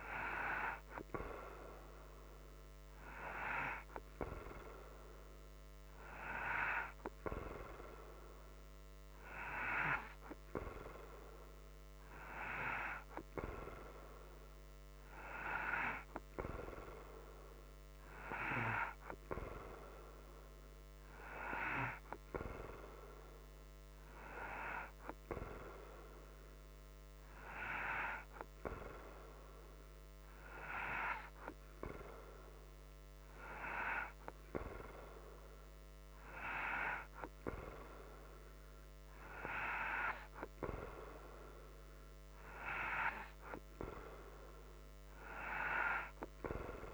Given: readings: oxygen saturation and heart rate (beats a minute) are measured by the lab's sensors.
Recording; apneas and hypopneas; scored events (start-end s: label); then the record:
breathing in sleep by a microphone on the trachea; none
none scored
From the record:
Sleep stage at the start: N2 (light sleep); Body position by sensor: upright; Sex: male